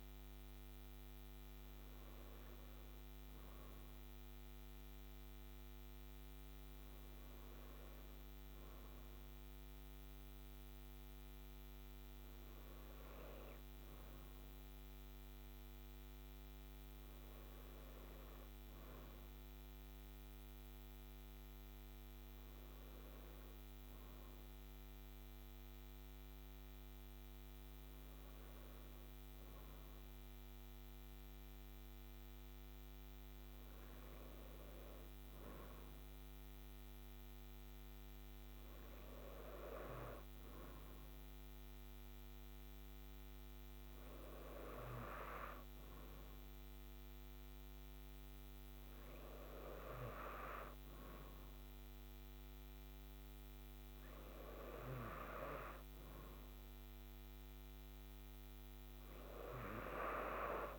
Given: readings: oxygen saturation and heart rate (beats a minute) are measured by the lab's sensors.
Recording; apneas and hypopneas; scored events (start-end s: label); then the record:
breathing in sleep by a microphone on the trachea; none
none scored
From the record:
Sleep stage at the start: N2 (light sleep); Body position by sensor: on the right side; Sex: female